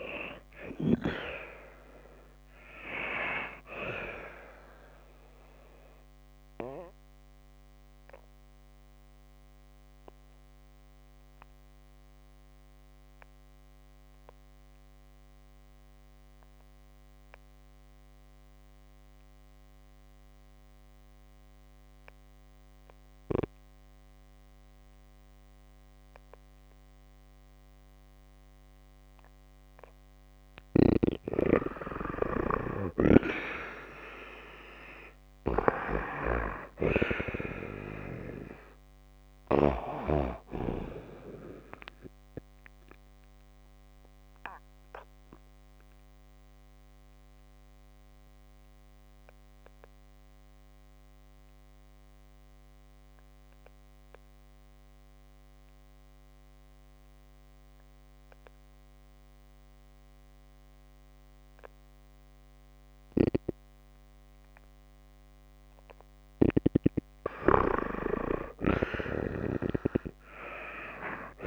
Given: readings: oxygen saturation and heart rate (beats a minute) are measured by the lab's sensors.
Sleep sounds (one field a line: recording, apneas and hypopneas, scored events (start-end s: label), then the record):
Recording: breathing in sleep by a microphone on the trachea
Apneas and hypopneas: 2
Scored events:
4.50-29.50 s: obstructive apnea (oxygen 96% before, 89% lowest)
19.00-36.00 s: oxygen desaturation (device-marked, oxygen 95% before, 90% lowest)
32.50-37.00 s: arousal
32.50-40.00 s: snoring (device-marked)
42.00-65.00 s: obstructive apnea (oxygen 95% before, 88% lowest)
66.00-71.47 s: oxygen desaturation (device-marked, oxygen 95% before, 89% lowest)
67.50-71.47 s: arousal
From the record:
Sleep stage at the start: N2 (light sleep)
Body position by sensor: on the back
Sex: female